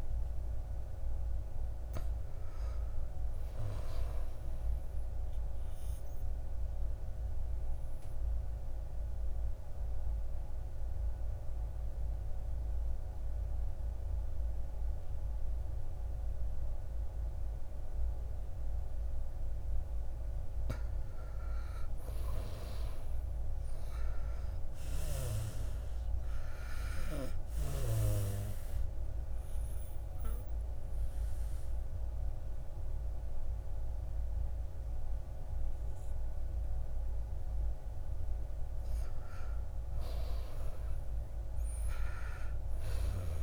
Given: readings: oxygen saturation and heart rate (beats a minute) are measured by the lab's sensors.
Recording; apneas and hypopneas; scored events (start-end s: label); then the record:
breathing in sleep by a room microphone; 1
0.00-1.00 s: oxygen desaturation (device-marked, oxygen 93% lowest, heart rate 55 extreme)
5.50-20.00 s: obstructive apnea (oxygen 97% before, 87% lowest, heart rate 59 before, 56 extreme, up 8 after)
8.00-19.00 s: oxygen desaturation (device-marked, oxygen 96% before, 93% lowest, heart rate 59 before, 56 extreme)
21.50-25.00 s: arousal
24.00-41.00 s: oxygen desaturation (device-marked, oxygen 95% before, 89% lowest, heart rate 60 before, 56 extreme)
From the record:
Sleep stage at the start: N2 (light sleep); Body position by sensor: on the back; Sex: male